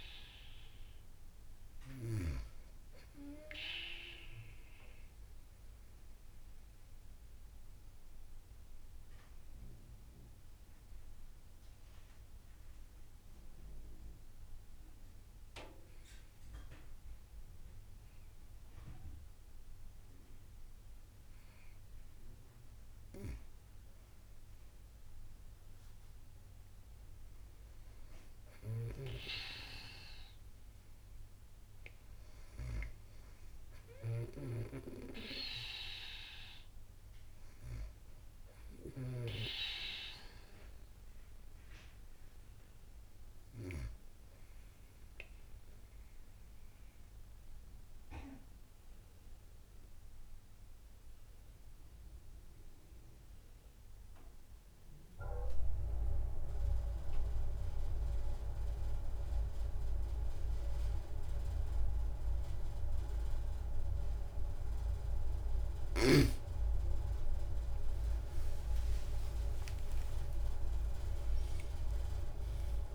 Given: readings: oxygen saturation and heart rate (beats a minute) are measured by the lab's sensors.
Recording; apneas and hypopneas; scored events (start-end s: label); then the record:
breathing in sleep by a room microphone; 2
0.00-20.00 s: oxygen desaturation (device-marked, oxygen 92% lowest)
3.50-21.00 s: mixed apnea (oxygen 97% before, 92% lowest)
22.50-26.00 s: arousal
28.00-38.50 s: snoring (device-marked)
45.50-65.00 s: mixed apnea (oxygen 96% before, 92% lowest)
67.00-71.50 s: arousal
70.00-72.95 s: oxygen desaturation (device-marked, oxygen 96% before, 92% lowest)
From the record:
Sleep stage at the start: N2 (light sleep); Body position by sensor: on the back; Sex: female